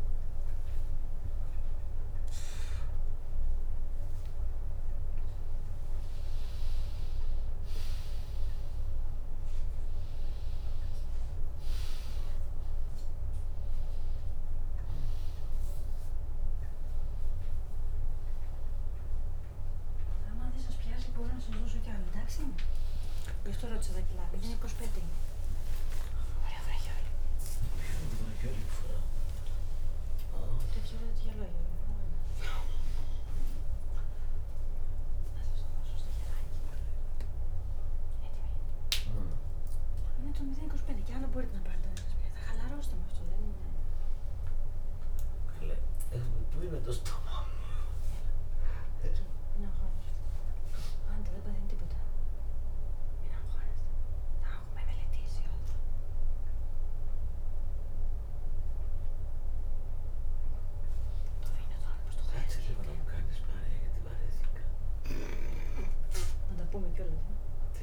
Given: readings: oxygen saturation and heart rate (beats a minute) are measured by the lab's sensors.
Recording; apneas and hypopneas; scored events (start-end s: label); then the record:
a person awake in a sleep study, by a room microphone; none
21.50-31.50 s: drop in pulse transit time (device-marked, heart rate 84 before, 87 extreme)
23.50-25.50 s: long interval between heartbeats (device-marked, heart rate 84 before, 97 extreme)
28.50-34.50 s: tachycardia (device-marked, heart rate 84 before, 106 extreme)
31.50-33.50 s: long interval between heartbeats (device-marked, heart rate 88 before, 103 extreme)
55.50-67.83 s: drop in pulse transit time (device-marked, heart rate 100 before, 89 extreme)
From the record:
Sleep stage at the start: awake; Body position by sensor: upright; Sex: female